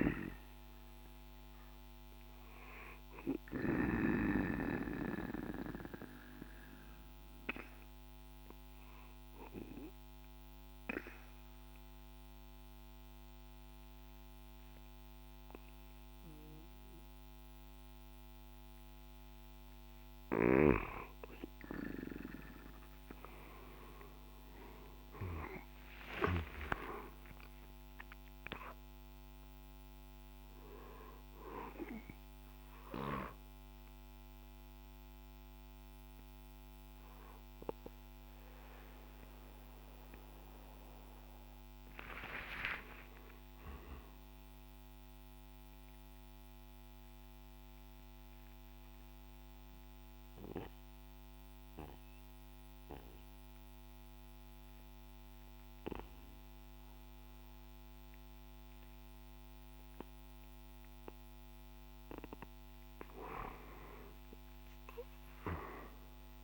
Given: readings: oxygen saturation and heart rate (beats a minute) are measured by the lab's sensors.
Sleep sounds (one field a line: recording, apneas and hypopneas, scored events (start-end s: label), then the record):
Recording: breathing in sleep by a microphone on the trachea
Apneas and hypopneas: 2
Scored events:
0.00-3.50 s: drop in pulse transit time (device-marked, heart rate 58 extreme)
0.00-18.50 s: oxygen desaturation (device-marked, oxygen 91% lowest, heart rate 55 extreme)
2.50-19.00 s: obstructive apnea (oxygen 98% before, 91% lowest, heart rate 58 before, 55 extreme, up 17 after)
23.00-28.50 s: arousal
26.50-38.50 s: drop in pulse transit time (device-marked, heart rate 57 before, 59 extreme)
35.50-54.50 s: oxygen desaturation (device-marked, oxygen 96% before, 91% lowest, heart rate 64 before, 57 extreme)
45.00-61.50 s: obstructive apnea (oxygen 97% before, 88% lowest, heart rate 66 before, 55 extreme, up 4 after)
63.50-66.44 s: arousal
From the record:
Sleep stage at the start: N2 (light sleep)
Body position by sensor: on the right side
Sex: male